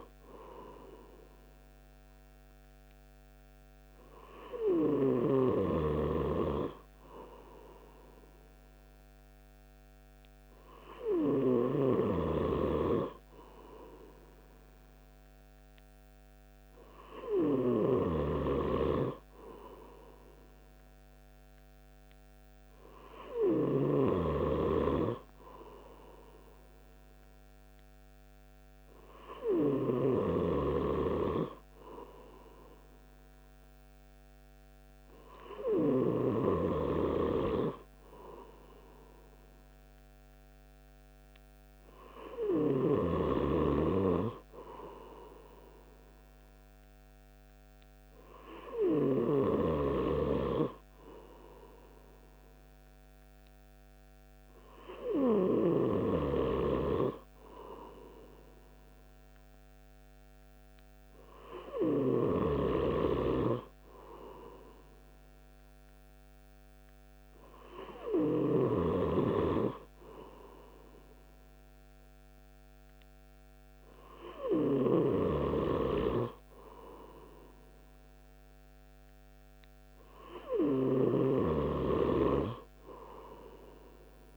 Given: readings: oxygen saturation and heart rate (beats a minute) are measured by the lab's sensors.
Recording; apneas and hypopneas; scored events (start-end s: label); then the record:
breathing in sleep by a microphone on the trachea; none
none scored
From the record:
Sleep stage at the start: N3 (deep sleep); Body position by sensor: on the right side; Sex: male